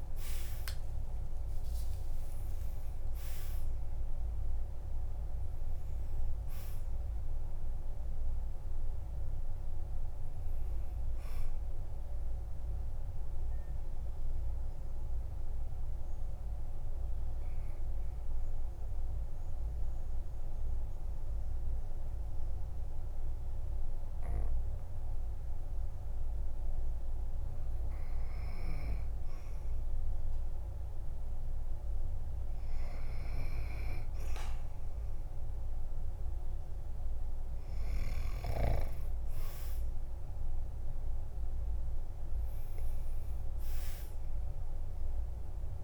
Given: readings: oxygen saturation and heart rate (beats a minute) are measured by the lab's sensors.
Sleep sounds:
breathing in sleep by a room microphone; 1
0.00-1.00 s: long interval between heartbeats (device-marked, heart rate 91 extreme)
0.00-3.50 s: arousal
0.00-8.00 s: oxygen desaturation (device-marked, oxygen 92% lowest, heart rate 47 extreme)
2.00-4.00 s: long interval between heartbeats (device-marked, heart rate 61 before, 94 extreme)
10.00-29.00 s: oxygen desaturation (device-marked, oxygen 95% before, 92% lowest, heart rate 73 before, 47 extreme)
12.50-28.50 s: obstructive apnea (oxygen 98% before, 92% lowest, heart rate 73 before, 47 extreme, up 4 after)
30.50-33.50 s: arousal
44.00-45.83 s: oxygen desaturation (device-marked, oxygen 98% before, 94% lowest, heart rate 52 before, 47 extreme)
From the record:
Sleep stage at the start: N2 (light sleep); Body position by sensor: on the back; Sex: male

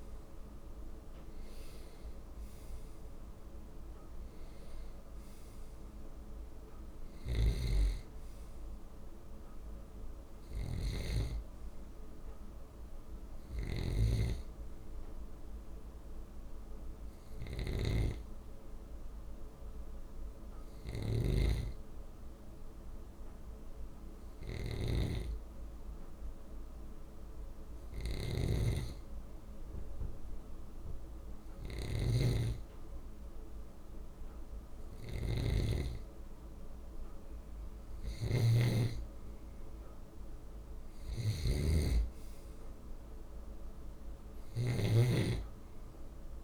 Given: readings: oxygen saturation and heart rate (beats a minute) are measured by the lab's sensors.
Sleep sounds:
breathing in sleep by a room microphone; 1
6.50-46.44 s: snoring (device-marked)
17.50-35.50 s: hypopnea (oxygen 95% before, 92% lowest, heart rate 94 before, 32 extreme)
38.50-42.00 s: arousal
From the record:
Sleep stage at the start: N2 (light sleep); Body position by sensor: on the left side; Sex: male

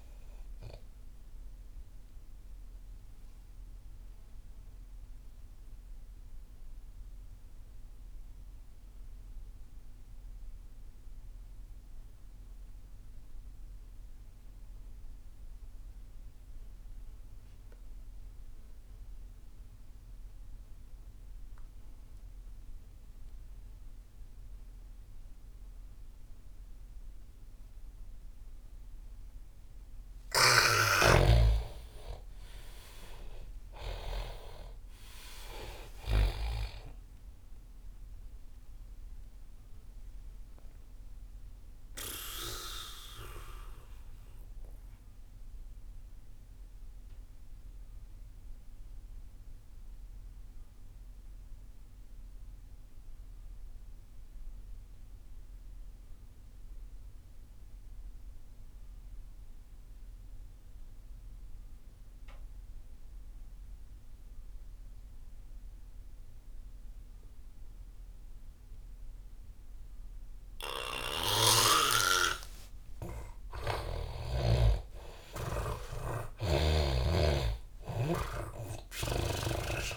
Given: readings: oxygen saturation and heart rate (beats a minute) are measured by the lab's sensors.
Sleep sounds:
breathing in sleep by a room microphone; 2
0.00-2.00 s: oxygen desaturation (device-marked, oxygen 92% lowest)
1.00-29.50 s: obstructive apnea (oxygen 98% before, 81% lowest)
4.00-16.00 s: oxygen desaturation (device-marked, oxygen 99% before, 83% lowest)
31.00-37.00 s: snoring (device-marked)
32.00-36.50 s: arousal
34.00-58.00 s: oxygen desaturation (device-marked, oxygen 98% before, 81% lowest)
38.50-72.50 s: obstructive apnea (oxygen 98% before, 81% lowest)
73.00-79.97 s: oxygen desaturation (device-marked, oxygen 99% before, 83% lowest)
73.50-79.97 s: arousal
76.50-79.97 s: snoring (device-marked)
From the record:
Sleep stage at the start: N2 (light sleep); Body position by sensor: on the back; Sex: male

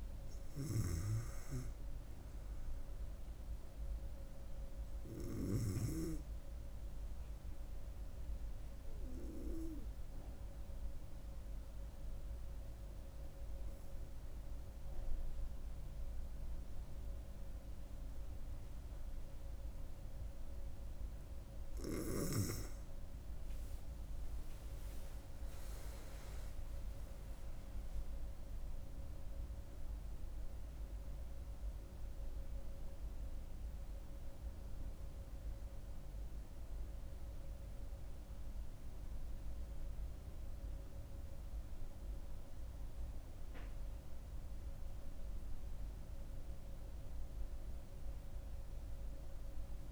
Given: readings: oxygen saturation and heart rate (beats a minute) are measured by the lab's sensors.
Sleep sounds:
breathing in sleep by a room microphone; 1
10.00-22.00 s: obstructive apnea (oxygen 97% before, 93% lowest, heart rate 70 before, 65 extreme, up 13 after)
24.00-28.00 s: arousal
25.50-49.50 s: oxygen desaturation (device-marked, oxygen 96% before, 93% lowest, heart rate 67 before, 64 extreme)
From the record:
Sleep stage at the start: N2 (light sleep); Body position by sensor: on the back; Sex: female

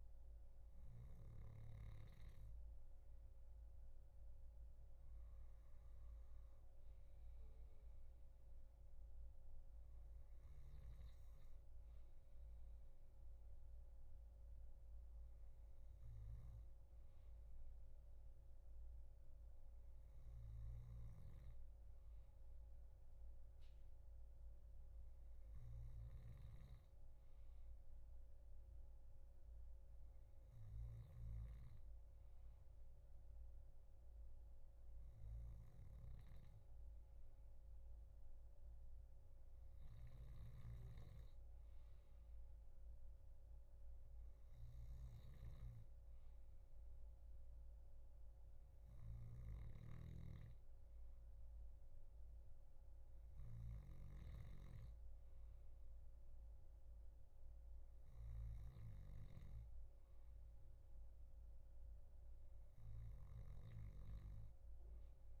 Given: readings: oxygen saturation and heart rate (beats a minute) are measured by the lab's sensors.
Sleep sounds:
breathing in sleep, hard to hear, by a room microphone; none
0.00-1.50 s: snoring (device-marked)
21.00-26.00 s: snoring (device-marked)
35.50-65.40 s: snoring (device-marked)
From the record:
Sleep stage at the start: N2 (light sleep); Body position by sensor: on the back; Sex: male

